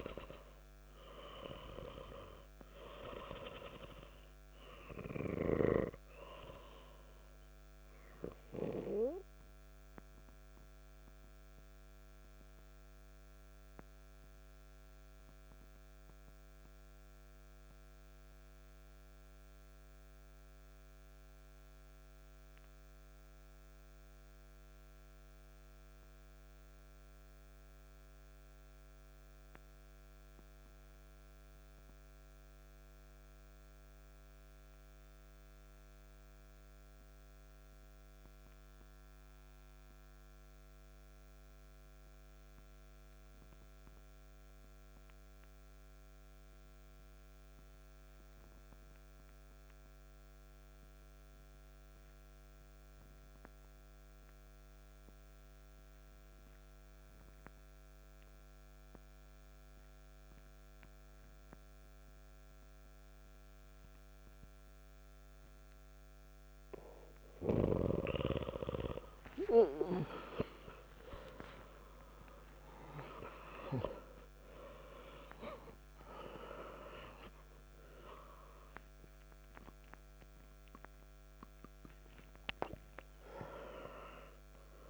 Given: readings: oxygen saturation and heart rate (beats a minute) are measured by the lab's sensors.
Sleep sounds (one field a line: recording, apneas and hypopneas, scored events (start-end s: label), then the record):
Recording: breathing in sleep by a microphone on the trachea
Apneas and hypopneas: 1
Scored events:
0.00-19.50 s: oxygen desaturation (device-marked, oxygen 91% lowest, heart rate 58 extreme)
13.00-64.00 s: obstructive apnea (oxygen 96% before, 88% lowest, heart rate 63 before, 58 extreme)
49.50-84.90 s: oxygen desaturation (device-marked, oxygen 96% before, 88% lowest, heart rate 60 before, 60 extreme)
68.50-74.50 s: arousal
From the record:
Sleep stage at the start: N2 (light sleep)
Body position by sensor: on the back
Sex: male